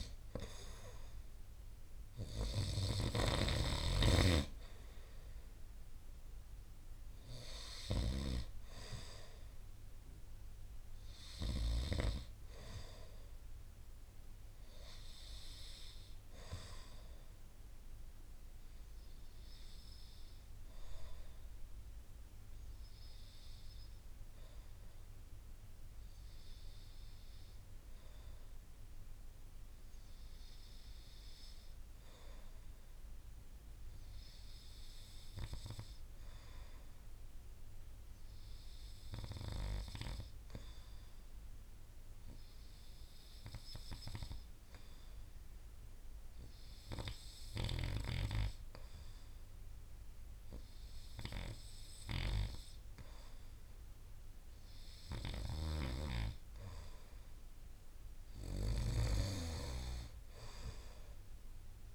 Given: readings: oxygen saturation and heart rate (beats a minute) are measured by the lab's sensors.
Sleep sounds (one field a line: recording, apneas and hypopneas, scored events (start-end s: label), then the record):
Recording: breathing in sleep by a room microphone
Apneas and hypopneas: 1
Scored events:
0.00-3.00 s: snoring (device-marked)
19.00-54.50 s: obstructive apnea (oxygen 94% before, 90% lowest)
48.00-61.95 s: oxygen desaturation (device-marked, oxygen 98% before, 92% lowest)
55.50-61.95 s: snoring (device-marked)
58.50-61.95 s: arousal
From the record:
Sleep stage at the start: N2 (light sleep)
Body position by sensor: on the right side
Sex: male